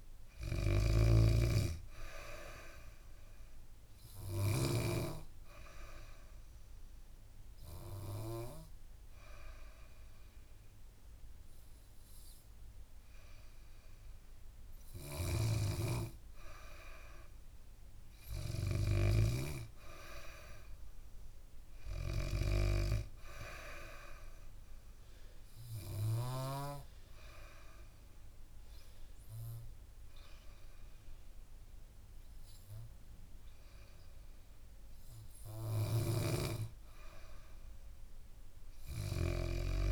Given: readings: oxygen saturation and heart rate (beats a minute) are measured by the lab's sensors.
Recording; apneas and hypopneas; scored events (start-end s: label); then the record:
breathing in sleep by a room microphone; 2
0.00-2.00 s: arousal
0.00-4.50 s: snoring (device-marked)
2.00-13.00 s: oxygen desaturation (device-marked, oxygen 97% before, 93% lowest, heart rate 70 before, 67 extreme)
5.00-15.00 s: obstructive apnea (oxygen 97% before, 93% lowest, heart rate 70 before, 66 extreme, up 4 after)
14.50-19.00 s: snoring (device-marked)
17.00-20.50 s: arousal
24.00-35.50 s: obstructive apnea (oxygen 97% before, 93% lowest, heart rate 70 before, 66 extreme, up 0 after)
35.00-39.92 s: snoring (device-marked)
37.50-39.92 s: arousal
From the record:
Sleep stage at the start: N2 (light sleep); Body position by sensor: on the back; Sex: female